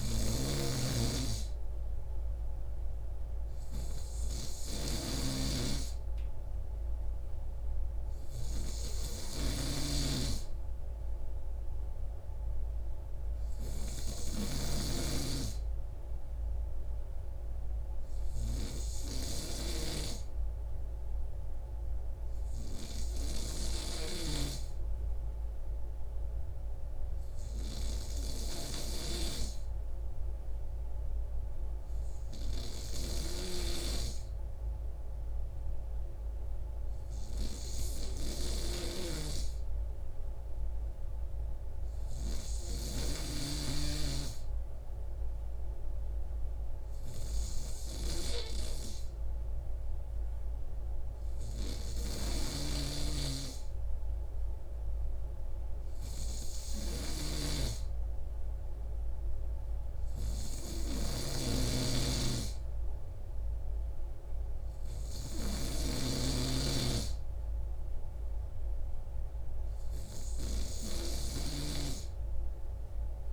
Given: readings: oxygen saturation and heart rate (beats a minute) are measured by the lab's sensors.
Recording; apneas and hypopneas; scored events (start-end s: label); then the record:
breathing in sleep by a room microphone; none
none scored
From the record:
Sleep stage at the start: N3 (deep sleep); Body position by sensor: on the right side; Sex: male